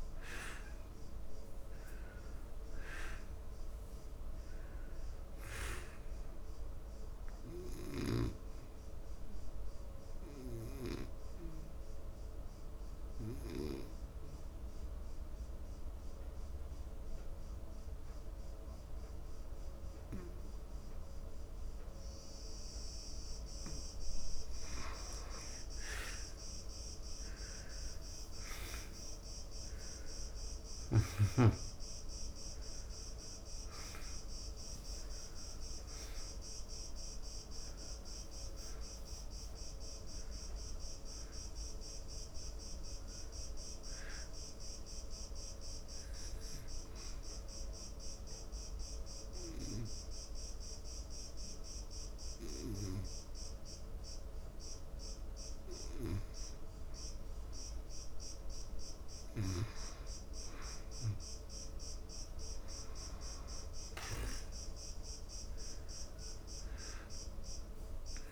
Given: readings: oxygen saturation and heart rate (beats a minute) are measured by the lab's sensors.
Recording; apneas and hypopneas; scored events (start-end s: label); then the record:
breathing in sleep by a room microphone; 2
0.00-4.00 s: arousal
8.50-23.50 s: oxygen desaturation (device-marked, oxygen 96% before, 85% lowest, heart rate 76 before, 71 extreme)
9.50-24.50 s: obstructive apnea (oxygen 96% before, 81% lowest, heart rate 76 before, 71 extreme, up 7 after)
29.50-35.00 s: arousal
30.50-56.50 s: oxygen desaturation (device-marked, oxygen 96% before, 81% lowest, heart rate 75 before, 71 extreme)
45.50-58.50 s: obstructive apnea (oxygen 96% before, 81% lowest, heart rate 79 before, 71 extreme, up 0 after)
59.00-64.00 s: arousal
From the record:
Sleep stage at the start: N2 (light sleep); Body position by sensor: on the back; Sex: male